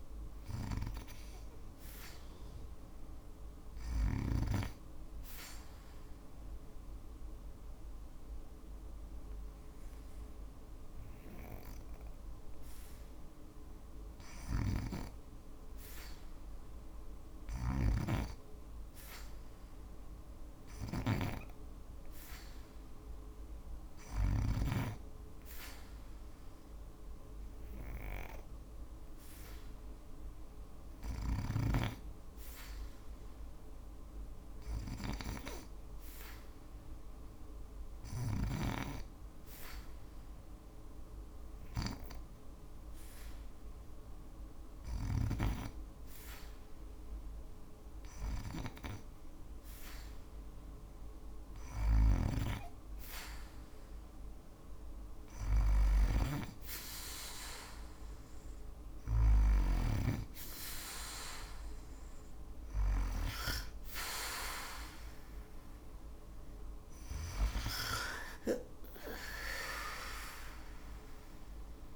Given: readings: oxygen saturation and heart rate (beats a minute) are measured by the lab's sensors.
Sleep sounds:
breathing in sleep by a room microphone; 2
0.00-10.00 s: oxygen desaturation (device-marked, oxygen 88% lowest, heart rate 61 extreme)
4.00-14.50 s: obstructive apnea (oxygen 96% before, 86% lowest, heart rate 60 before, 61 extreme, up 1 after)
16.50-20.00 s: arousal
16.50-24.00 s: snoring (device-marked)
25.00-36.00 s: oxygen desaturation (device-marked, oxygen 91% before, 86% lowest, heart rate 61 before, 60 extreme)
38.00-49.50 s: obstructive apnea (oxygen 92% before, 87% lowest, heart rate 61 before, 60 extreme, up 4 after)
51.00-59.00 s: snoring (device-marked)
52.50-56.00 s: arousal
From the record:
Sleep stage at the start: N2 (light sleep); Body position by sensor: on the back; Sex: female

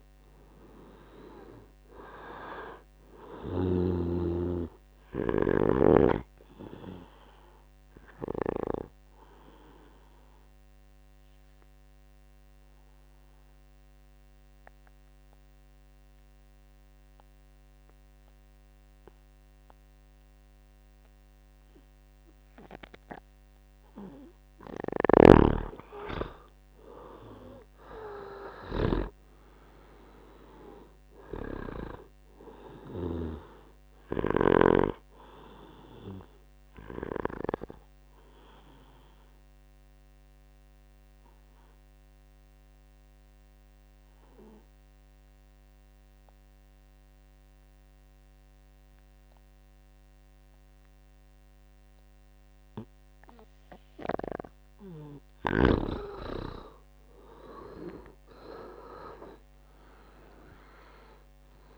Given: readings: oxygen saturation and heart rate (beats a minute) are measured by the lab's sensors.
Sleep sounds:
breathing in sleep by a microphone on the trachea; 2
0.00-1.00 s: arousal
5.00-24.00 s: oxygen desaturation (device-marked, oxygen 98% before, 89% lowest, heart rate 62 before, 59 extreme)
8.00-24.50 s: obstructive apnea (oxygen 98% before, 88% lowest, heart rate 64 before, 59 extreme, up 17 after)
28.00-31.50 s: arousal
31.00-54.00 s: oxygen desaturation (device-marked, oxygen 99% before, 89% lowest, heart rate 68 before, 54 extreme)
37.50-54.00 s: obstructive apnea (oxygen 99% before, 86% lowest, heart rate 72 before, 54 extreme, up 26 after)
57.00-61.00 s: arousal
From the record:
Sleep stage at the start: N2 (light sleep); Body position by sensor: on the back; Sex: male

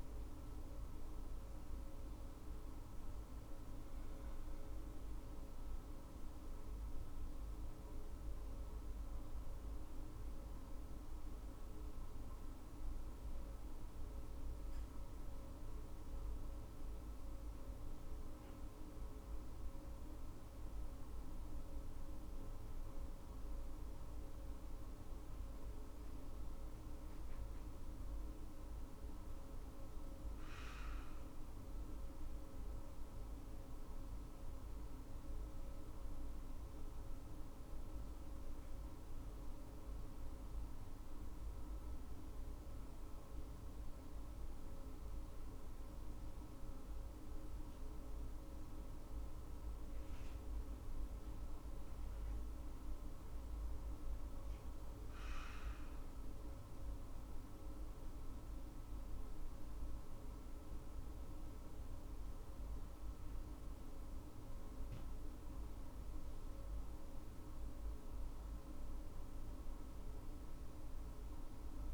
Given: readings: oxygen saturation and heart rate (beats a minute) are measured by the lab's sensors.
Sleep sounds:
breathing in sleep, hard to hear, by a room microphone; none
70.00-71.94 s: new sleep stage, N2 (light sleep)
From the record:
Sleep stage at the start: N1 (lightest sleep); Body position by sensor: on the left side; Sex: female

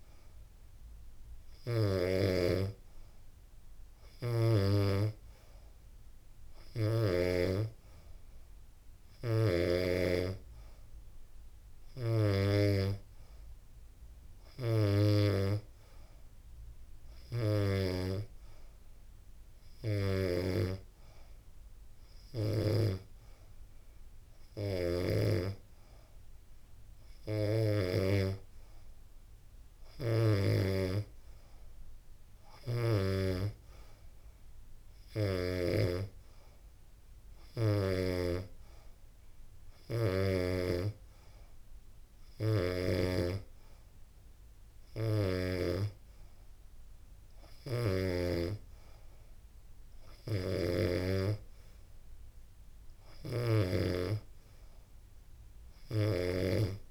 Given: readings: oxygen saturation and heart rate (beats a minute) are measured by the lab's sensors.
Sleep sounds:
breathing in sleep by a room microphone; none
none scored
From the record:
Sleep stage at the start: N3 (deep sleep); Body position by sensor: on the back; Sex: female

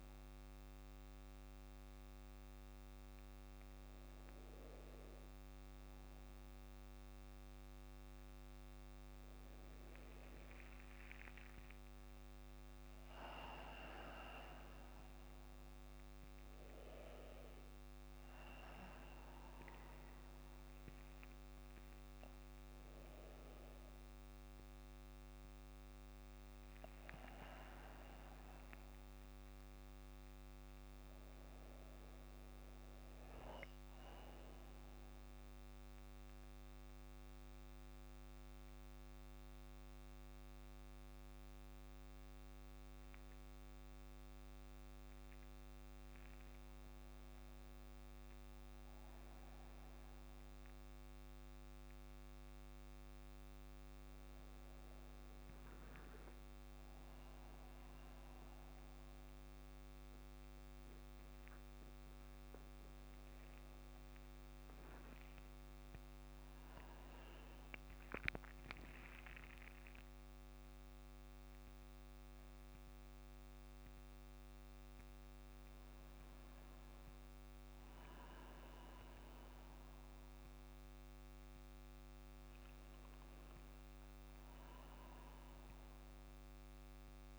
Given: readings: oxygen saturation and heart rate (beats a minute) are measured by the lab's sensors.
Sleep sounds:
a person awake in a sleep study, hard to hear, by a microphone on the trachea; none
21.00-23.00 s: long interval between heartbeats (device-marked, heart rate 54 before, 62 extreme)
27.00-29.00 s: long interval between heartbeats (device-marked, heart rate 58 before, 67 extreme)
45.00-47.00 s: long interval between heartbeats (device-marked, heart rate 60 before, 59 extreme)
54.50-60.50 s: tachycardia (device-marked, heart rate 57 before, 110 extreme)
58.00-60.00 s: long interval between heartbeats (device-marked, heart rate 60 before, 110 extreme)
62.50-64.50 s: long interval between heartbeats (device-marked, heart rate 75 before, 100 extreme)
From the record:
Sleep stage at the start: awake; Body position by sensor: on the back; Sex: male

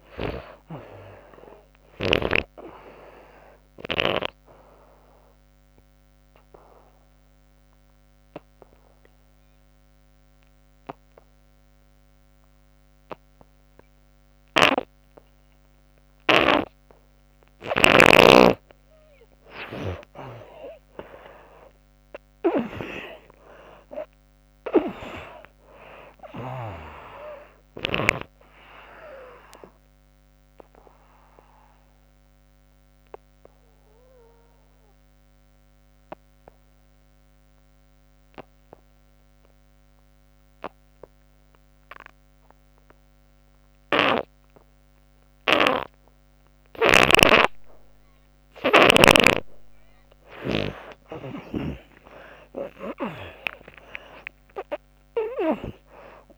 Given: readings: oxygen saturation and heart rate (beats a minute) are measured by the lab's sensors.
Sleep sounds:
breathing in sleep by a microphone on the trachea; 2
3.50-15.50 s: oxygen desaturation (device-marked, oxygen 98% before, 87% lowest, heart rate 78 before, 61 extreme)
4.50-17.50 s: obstructive apnea (oxygen 98% before, 78% lowest, heart rate 76 before, 61 extreme, up 30 after)
15.50-19.50 s: snoring (device-marked)
20.00-23.00 s: arousal
21.50-40.50 s: oxygen desaturation (device-marked, oxygen 93% before, 78% lowest, heart rate 71 before, 61 extreme)
30.00-48.00 s: obstructive apnea (oxygen 97% before, 78% lowest, heart rate 80 before, 61 extreme)
51.00-56.38 s: snoring (device-marked)
51.50-55.00 s: arousal
From the record:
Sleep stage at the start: N2 (light sleep); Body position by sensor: on the back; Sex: female

